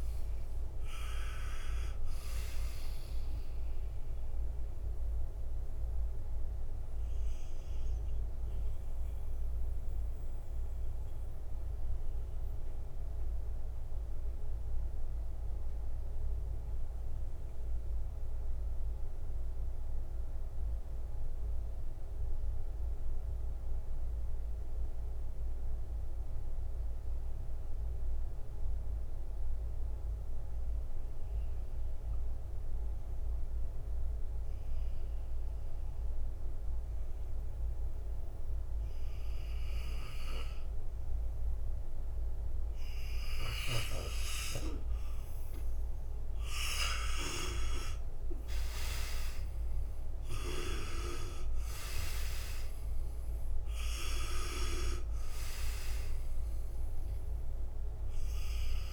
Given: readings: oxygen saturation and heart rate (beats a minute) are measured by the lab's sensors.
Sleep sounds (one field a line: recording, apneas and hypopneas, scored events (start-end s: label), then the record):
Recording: breathing in sleep by a room microphone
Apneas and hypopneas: 1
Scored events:
0.00-23.00 s: oxygen desaturation (device-marked, oxygen 82% lowest, heart rate 56 extreme)
5.00-43.00 s: mixed apnea (oxygen 98% before, 78% lowest, heart rate 63 before, 56 extreme, up 6 after)
35.00-58.93 s: oxygen desaturation (device-marked, oxygen 98% before, 78% lowest, heart rate 66 before, 56 extreme)
39.00-43.50 s: snoring (device-marked)
46.50-52.00 s: arousal
From the record:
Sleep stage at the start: N2 (light sleep)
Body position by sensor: on the back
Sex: male